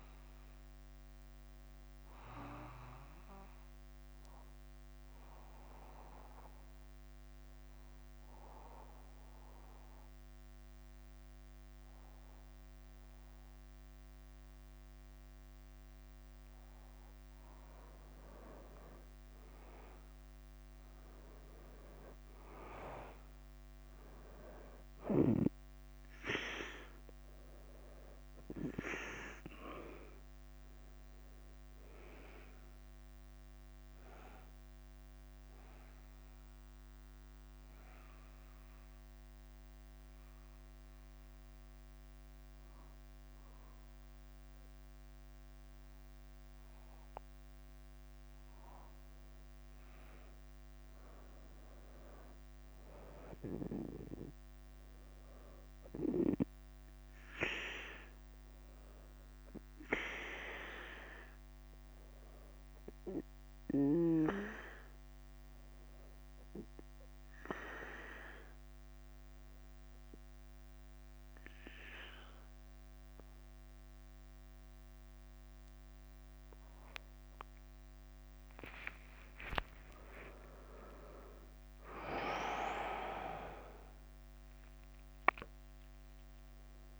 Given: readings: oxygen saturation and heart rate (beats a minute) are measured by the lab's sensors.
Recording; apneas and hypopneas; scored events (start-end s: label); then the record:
breathing in sleep by a microphone on the trachea; 3
0.00-86.99 s: bradycardia (device-marked, heart rate 43 extreme)
3.50-18.00 s: obstructive apnea (oxygen 96% before, 91% lowest, heart rate 52 before, 49 extreme, up 4 after)
20.00-24.00 s: arousal
35.50-50.00 s: obstructive apnea (oxygen 96% before, 91% lowest, heart rate 53 before, 49 extreme, up 5 after)
40.50-56.50 s: oxygen desaturation (device-marked, oxygen 95% before, 91% lowest, heart rate 53 before, 49 extreme)
52.00-56.50 s: arousal
66.00-77.50 s: mixed apnea (oxygen 97% before, 94% lowest, heart rate 52 before, 46 extreme, up 5 after)
74.50-79.50 s: oxygen desaturation (device-marked, oxygen 98% before, 94% lowest, heart rate 51 before, 45 extreme)
79.00-84.50 s: arousal
From the record:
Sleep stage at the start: N2 (light sleep); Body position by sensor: on the back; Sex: male